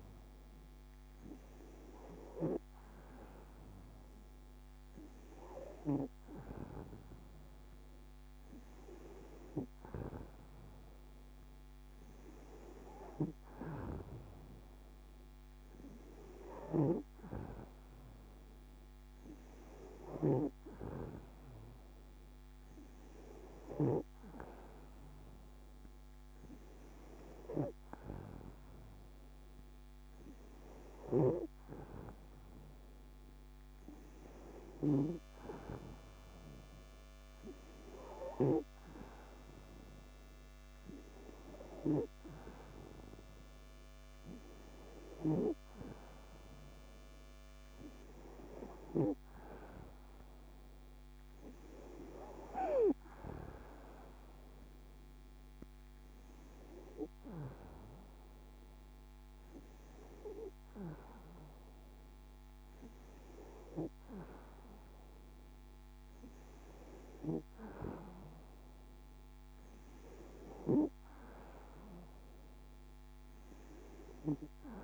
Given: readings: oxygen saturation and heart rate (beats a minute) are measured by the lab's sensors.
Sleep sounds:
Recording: breathing in sleep by a microphone on the trachea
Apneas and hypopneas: none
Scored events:
none scored
From the record:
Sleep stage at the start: N2 (light sleep)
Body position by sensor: on the back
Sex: female

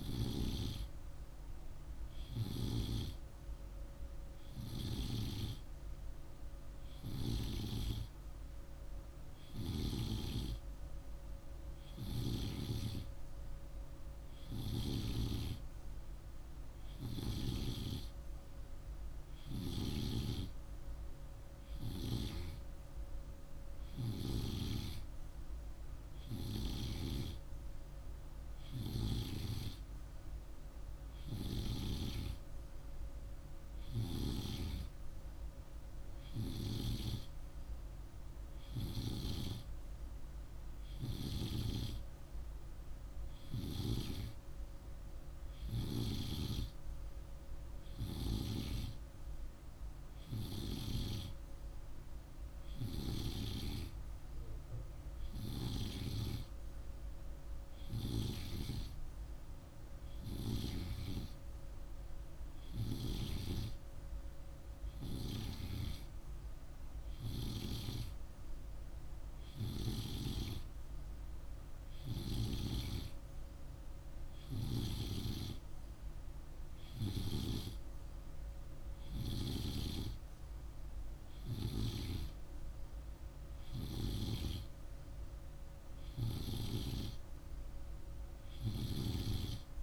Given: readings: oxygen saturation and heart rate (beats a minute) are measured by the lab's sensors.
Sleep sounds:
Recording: breathing in sleep by a room microphone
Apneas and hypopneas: none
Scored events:
none scored
From the record:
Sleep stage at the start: N2 (light sleep)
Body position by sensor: on the right side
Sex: male

